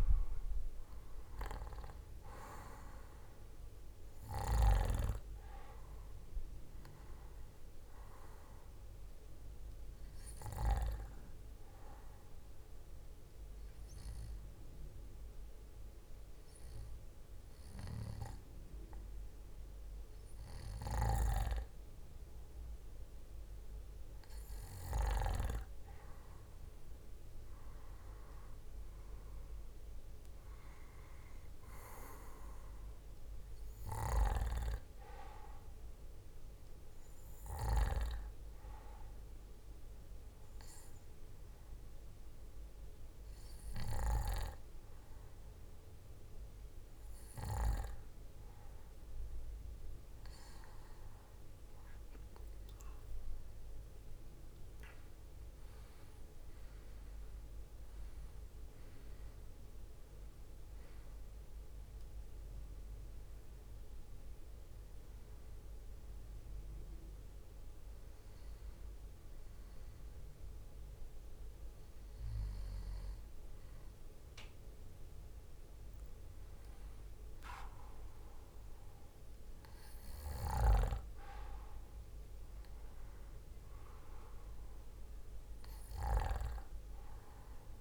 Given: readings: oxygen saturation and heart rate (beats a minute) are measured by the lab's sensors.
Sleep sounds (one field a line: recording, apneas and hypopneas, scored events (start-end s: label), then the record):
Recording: breathing in sleep by a room microphone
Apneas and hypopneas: 3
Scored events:
12.00-23.00 s: obstructive apnea (oxygen 97% before, 94% lowest, heart rate 72 before, 67 extreme, up 6 after)
26.50-31.00 s: arousal
39.50-51.50 s: obstructive apnea (oxygen 97% before, 95% lowest, heart rate 70 before, 63 extreme, up 10 after)
53.00-65.00 s: drop in pulse transit time (device-marked, heart rate 69 before, 70 extreme)
53.50-57.00 s: arousal
63.50-74.00 s: hypopnea (oxygen 97% before, 95% lowest, heart rate 71 before, 63 extreme, up 6 after)
77.50-80.50 s: arousal
From the record:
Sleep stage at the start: N2 (light sleep)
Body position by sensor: on the back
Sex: male